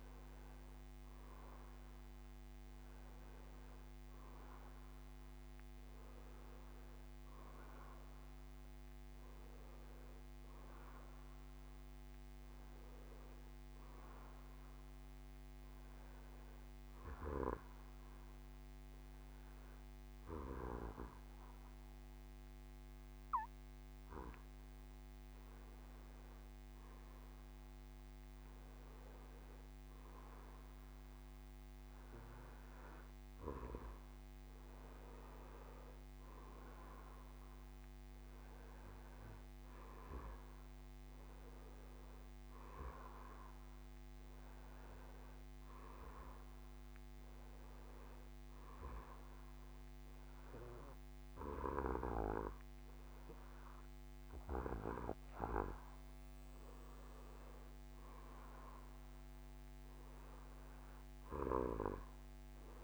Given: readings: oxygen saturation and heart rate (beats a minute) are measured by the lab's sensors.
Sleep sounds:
breathing in sleep by a microphone on the trachea; 2
0.00-7.00 s: bradycardia (device-marked, heart rate 66 before, 56 extreme)
0.00-19.00 s: oxygen desaturation (device-marked, oxygen 89% lowest, heart rate 56 extreme)
13.00-17.00 s: bradycardia (device-marked, heart rate 66 before, 56 extreme)
14.50-25.50 s: hypopnea (oxygen 93% before, 89% lowest, heart rate 61 before, 57 extreme, up 10 after)
28.00-32.00 s: arousal
37.00-57.00 s: oxygen desaturation (device-marked, oxygen 92% before, 89% lowest, heart rate 64 before, 56 extreme)
46.00-56.50 s: hypopnea (oxygen 92% before, 88% lowest, heart rate 67 before, 56 extreme, up 10 after)
58.50-62.83 s: arousal
From the record:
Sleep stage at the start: N2 (light sleep); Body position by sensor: on the back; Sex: male

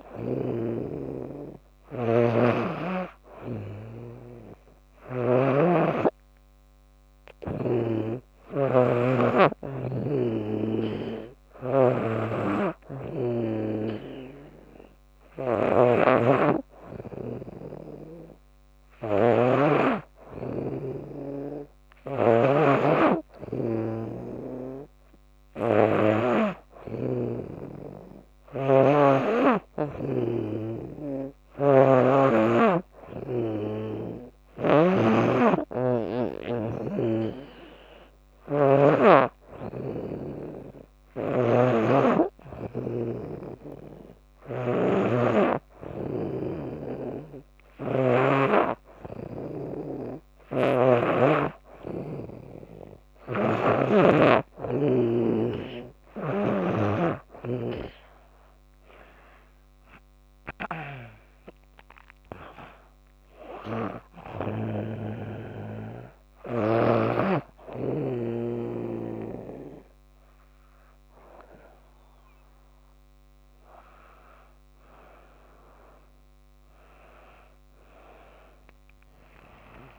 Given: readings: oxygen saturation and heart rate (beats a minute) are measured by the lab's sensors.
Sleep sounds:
breathing in sleep by a microphone on the trachea; none
0.00-5.00 s: snoring (device-marked)
12.00-26.00 s: snoring (device-marked)
28.00-34.50 s: snoring (device-marked)
44.00-50.50 s: snoring (device-marked)
52.50-64.50 s: snoring (device-marked)
76.00-79.99 s: arousal
From the record:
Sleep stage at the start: N2 (light sleep); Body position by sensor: on the back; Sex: female

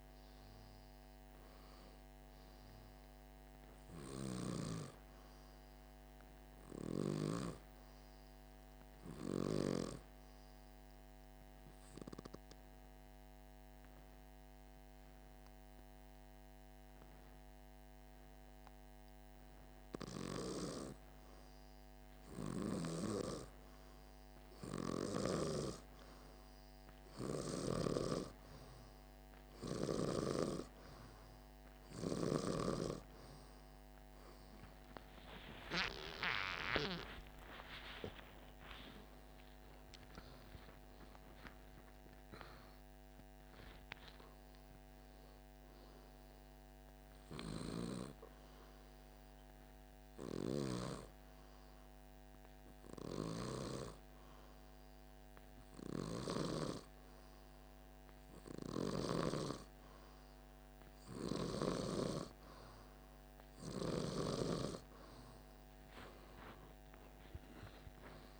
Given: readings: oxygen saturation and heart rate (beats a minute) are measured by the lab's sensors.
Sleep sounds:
breathing in sleep by a microphone on the trachea; 2
0.50-19.50 s: oxygen desaturation (device-marked, oxygen 97% before, 93% lowest, heart rate 55 before, 48 extreme)
11.00-21.00 s: obstructive apnea (oxygen 98% before, 92% lowest, heart rate 56 before, 48 extreme, up 1 after)
34.50-38.50 s: oxygen desaturation (device-marked, oxygen 99% before, 95% lowest, heart rate 48 before, 47 extreme)
35.50-41.50 s: arousal
44.50-50.50 s: oxygen desaturation (device-marked, oxygen 97% before, 92% lowest, heart rate 63 before, 47 extreme)
46.50-60.00 s: hypopnea (oxygen 99% before, 88% lowest, heart rate 65 before, 47 extreme, up 1 after)
61.50-65.50 s: arousal
From the record:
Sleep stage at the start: N2 (light sleep); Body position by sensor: on the back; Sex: male

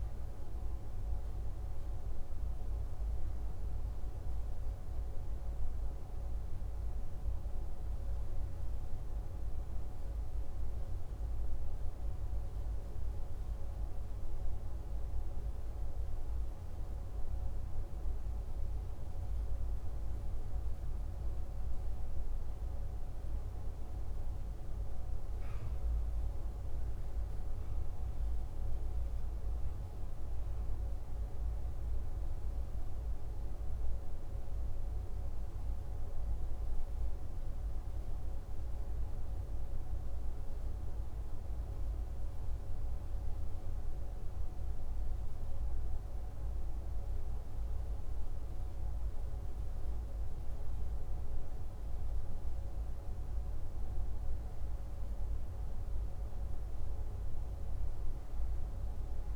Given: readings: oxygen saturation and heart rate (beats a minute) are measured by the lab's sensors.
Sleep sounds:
breathing in sleep, hard to hear, by a room microphone; none
none scored
From the record:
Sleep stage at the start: REM sleep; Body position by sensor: on the back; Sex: male

